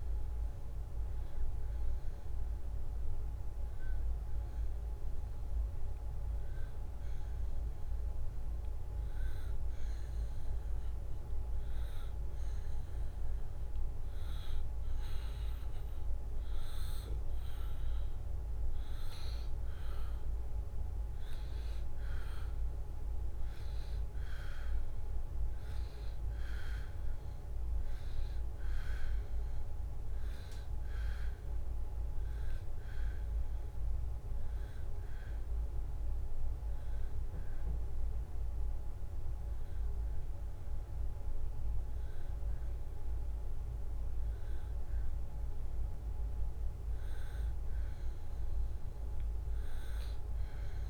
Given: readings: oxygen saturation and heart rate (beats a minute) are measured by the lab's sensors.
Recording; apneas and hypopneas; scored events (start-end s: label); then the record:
breathing in sleep, hard to hear, by a room microphone; 1
0.00-2.50 s: oxygen desaturation (device-marked, oxygen 91% lowest, heart rate 70 extreme)
8.00-18.00 s: hypopnea (oxygen 95% before, 91% lowest, heart rate 75 before, 70 extreme, up 2 after)
19.50-42.50 s: oxygen desaturation (device-marked, oxygen 94% before, 91% lowest, heart rate 73 before, 73 extreme)
20.50-24.00 s: arousal
From the record:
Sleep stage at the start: N2 (light sleep); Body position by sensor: on the back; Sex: male